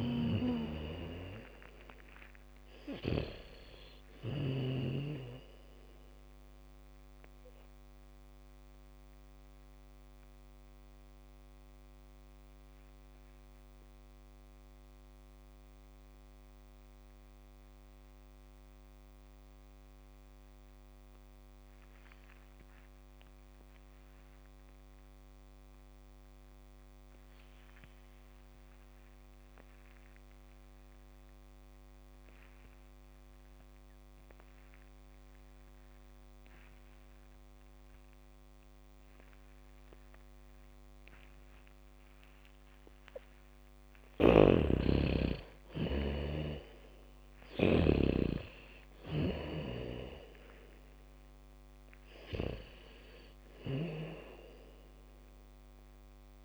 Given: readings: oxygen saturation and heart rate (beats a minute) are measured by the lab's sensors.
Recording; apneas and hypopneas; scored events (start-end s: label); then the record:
breathing in sleep by a microphone on the trachea; 1
0.00-3.00 s: arousal
0.00-5.00 s: snoring (device-marked)
0.00-22.00 s: oxygen desaturation (device-marked, oxygen 75% lowest, heart rate 45 extreme)
8.50-44.00 s: mixed apnea (oxygen 98% before, 73% lowest, heart rate 59 before, 47 extreme, up 4 after)
33.00-48.00 s: bradycardia (device-marked, heart rate 71 before, 47 extreme)
38.00-56.45 s: oxygen desaturation (device-marked, oxygen 98% before, 73% lowest, heart rate 71 before, 47 extreme)
44.50-54.50 s: snoring (device-marked)
46.00-50.00 s: arousal
From the record:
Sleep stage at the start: N2 (light sleep); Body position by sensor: on the back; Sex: female